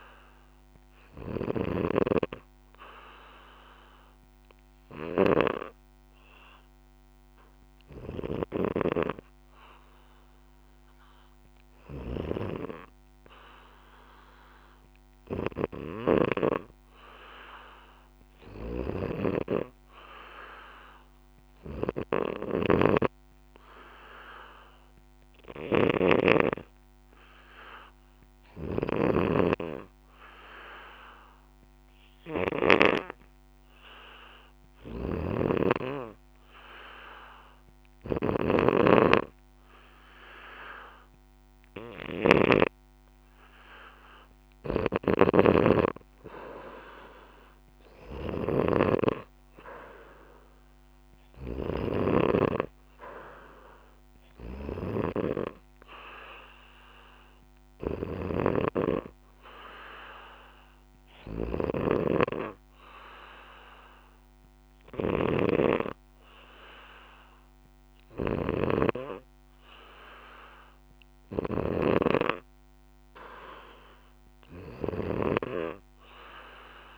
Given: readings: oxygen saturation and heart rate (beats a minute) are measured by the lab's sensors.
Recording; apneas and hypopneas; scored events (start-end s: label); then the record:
breathing in sleep by a microphone on the trachea; 1
0.00-2.00 s: snoring (device-marked)
15.50-32.50 s: snoring (device-marked)
22.50-39.00 s: hypopnea (oxygen 95% before, 93% lowest, heart rate 61 before, 61 extreme, up 0 after)
34.50-42.50 s: snoring (device-marked)
42.00-46.00 s: arousal
44.50-76.98 s: snoring (device-marked)
From the record:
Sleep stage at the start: N2 (light sleep); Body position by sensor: on the back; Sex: male